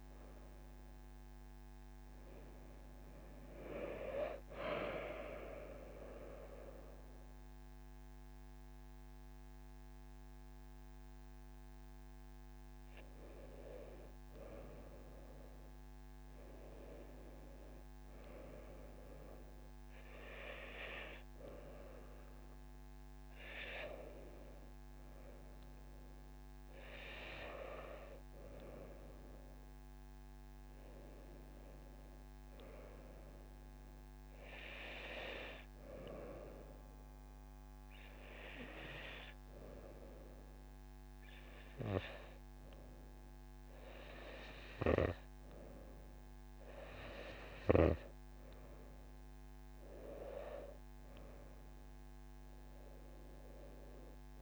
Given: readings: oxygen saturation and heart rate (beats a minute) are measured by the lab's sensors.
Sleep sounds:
breathing in sleep by a microphone on the trachea; none
26.50-54.42 s: new sleep stage, N2 (light sleep)
From the record:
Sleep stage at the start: N1 (lightest sleep); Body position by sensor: on the right side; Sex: female

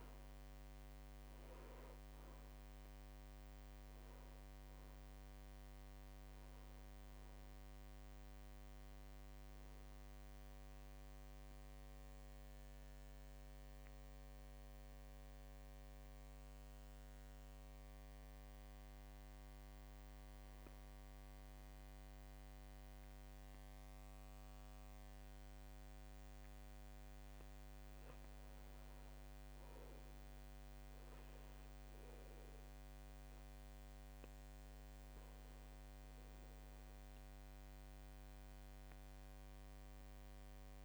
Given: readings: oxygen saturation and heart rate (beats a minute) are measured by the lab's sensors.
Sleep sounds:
breathing in sleep, hard to hear, by a microphone on the trachea; 1
0.00-16.00 s: drop in pulse transit time (device-marked, heart rate 55 extreme)
0.00-20.00 s: oxygen desaturation (device-marked, oxygen 79% lowest, heart rate 55 extreme)
10.00-26.00 s: mixed apnea (oxygen 96% before, 79% lowest, heart rate 57 before, 54 extreme, up 0 after)
29.50-32.00 s: arousal
From the record:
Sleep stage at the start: N2 (light sleep); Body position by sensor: on the back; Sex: male

